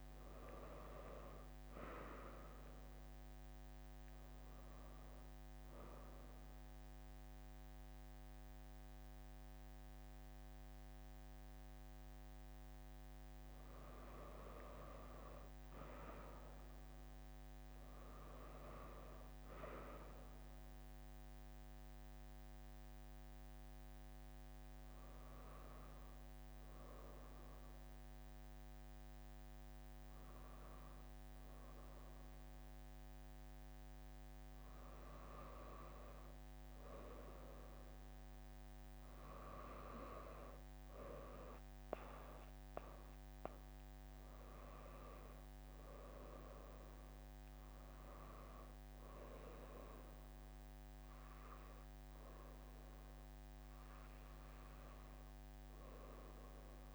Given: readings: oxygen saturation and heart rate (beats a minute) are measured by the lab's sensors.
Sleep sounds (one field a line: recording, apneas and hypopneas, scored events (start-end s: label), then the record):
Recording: breathing in sleep by a microphone on the trachea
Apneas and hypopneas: none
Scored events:
17.00-21.50 s: arousal
27.50-39.50 s: drop in pulse transit time (device-marked, heart rate 77 before, 74 extreme)
33.50-56.95 s: new sleep stage, N2 (light sleep)
From the record:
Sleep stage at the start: N1 (lightest sleep)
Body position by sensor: on the back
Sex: female